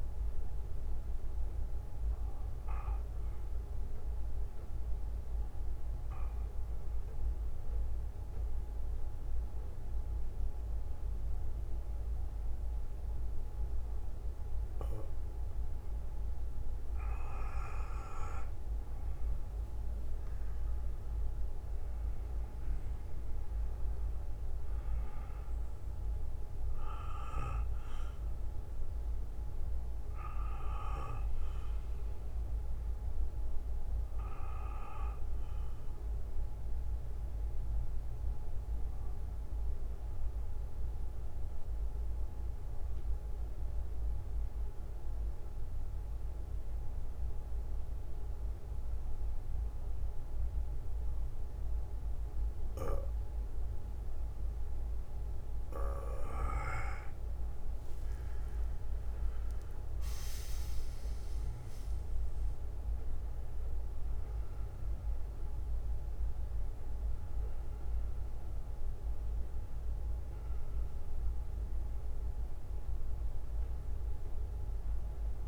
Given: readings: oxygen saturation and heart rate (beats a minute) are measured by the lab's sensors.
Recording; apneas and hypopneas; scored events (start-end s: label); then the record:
breathing in sleep by a room microphone; 2
0.00-13.50 s: oxygen desaturation (device-marked, oxygen 90% lowest, heart rate 52 extreme)
0.00-14.50 s: bradycardia (device-marked, heart rate 52 extreme)
2.50-19.50 s: obstructive apnea (oxygen 95% before, 90% lowest, heart rate 59 before, 49 extreme, up 19 after)
21.00-25.00 s: arousal
27.50-30.50 s: bradycardia (device-marked, heart rate 60 before, 63 extreme)
32.50-34.50 s: bradycardia (device-marked, heart rate 60 before, 59 extreme)
35.50-54.50 s: bradycardia (device-marked, heart rate 60 before, 49 extreme)
37.00-57.50 s: obstructive apnea (oxygen 95% before, 91% lowest, heart rate 64 before, 46 extreme, up 13 after)
59.50-65.00 s: arousal
63.50-75.48 s: oxygen desaturation (device-marked, oxygen 96% before, 93% lowest, heart rate 59 before, 46 extreme)
71.50-75.48 s: bradycardia (device-marked, heart rate 60 before, 46 extreme)
From the record:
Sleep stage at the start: N2 (light sleep); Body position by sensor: on the back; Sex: male